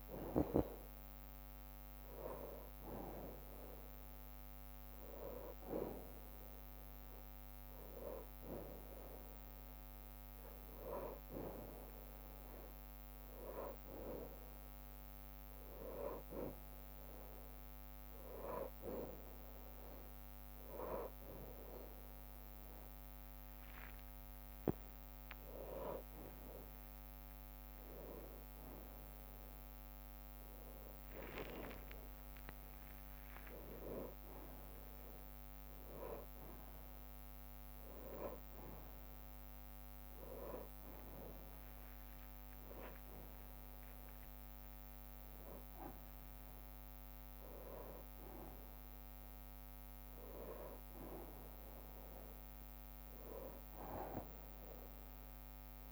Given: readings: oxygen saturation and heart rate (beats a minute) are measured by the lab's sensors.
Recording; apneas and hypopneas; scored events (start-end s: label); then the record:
a person awake in a sleep study, by a microphone on the trachea; none
0.00-1.00 s: drop in pulse transit time (device-marked, heart rate 60 extreme)
0.00-2.00 s: long interval between heartbeats (device-marked, heart rate 113 before, 60 extreme)
0.00-15.00 s: bradycardia (device-marked)
4.00-6.00 s: long interval between heartbeats (device-marked, heart rate 112 before, 58 extreme)
13.00-15.00 s: long interval between heartbeats (device-marked)
14.00-44.00 s: new sleep stage, awake
16.00-18.00 s: long interval between heartbeats (device-marked, heart rate 55 before, 35 extreme)
17.00-21.00 s: tachycardia (device-marked, heart rate 63 before, 111 extreme)
18.00-20.00 s: long interval between heartbeats (device-marked, heart rate 48 before, 98 extreme)
23.50-25.50 s: long interval between heartbeats (device-marked, heart rate 59 before, 99 extreme)
25.50-27.50 s: long interval between heartbeats (device-marked, heart rate 64 before, 90 extreme)
27.00-31.00 s: bradycardia (device-marked, heart rate 64 before, 30 extreme)
32.00-34.00 s: long interval between heartbeats (device-marked, heart rate 67 before, 45 extreme)
38.00-40.00 s: long interval between heartbeats (device-marked, heart rate 81 before, 88 extreme)
43.00-45.00 s: long interval between heartbeats (device-marked, heart rate 76 before, 89 extreme)
44.00-55.92 s: drop in pulse transit time (device-marked, heart rate 75 before, 77 extreme)
44.00-55.92 s: new sleep stage, N1 (lightest sleep)
46.00-48.00 s: long interval between heartbeats (device-marked, heart rate 75 before, 98 extreme)
48.00-50.00 s: long interval between heartbeats (device-marked, heart rate 77 before, 84 extreme)
52.00-55.92 s: tachycardia (device-marked, heart rate 65 before, 132 extreme)
52.50-54.50 s: long interval between heartbeats (device-marked, heart rate 84 before, 90 extreme)
From the record:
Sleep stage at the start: N2 (light sleep); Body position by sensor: on the back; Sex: male